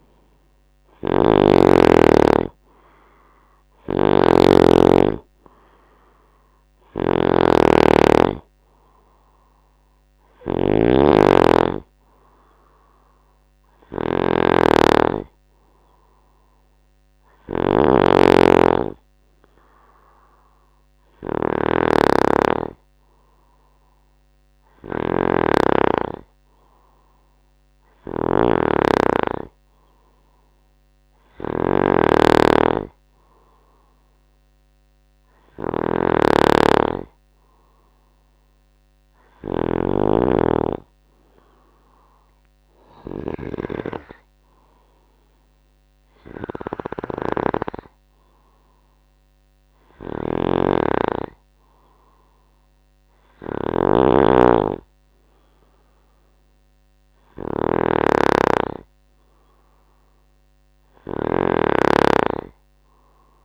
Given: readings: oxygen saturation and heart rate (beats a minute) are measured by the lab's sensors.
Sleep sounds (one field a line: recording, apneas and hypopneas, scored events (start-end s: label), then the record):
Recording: a person partly awake in a sleep study, by a microphone on the trachea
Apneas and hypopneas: none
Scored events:
0.00-63.45 s: snoring (device-marked)
44.00-63.45 s: new sleep stage, awake
From the record:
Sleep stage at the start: N2 (light sleep)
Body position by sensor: on the right side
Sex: male